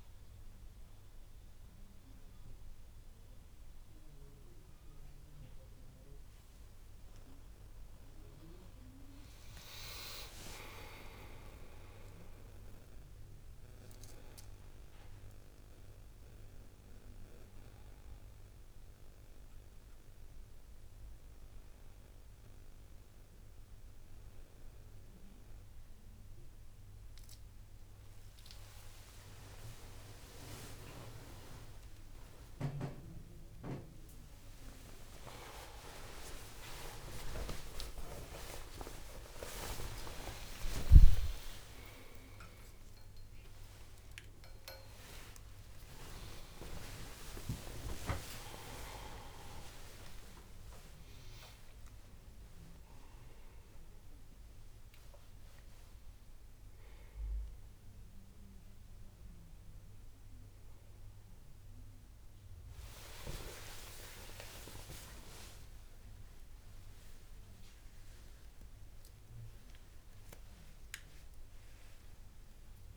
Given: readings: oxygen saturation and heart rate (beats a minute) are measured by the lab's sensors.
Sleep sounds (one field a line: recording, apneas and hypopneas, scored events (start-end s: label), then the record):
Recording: a person awake in a sleep study, by a room microphone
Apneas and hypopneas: none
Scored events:
5.00-72.97 s: new sleep stage, awake
From the record:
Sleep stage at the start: N2 (light sleep)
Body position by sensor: on the back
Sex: male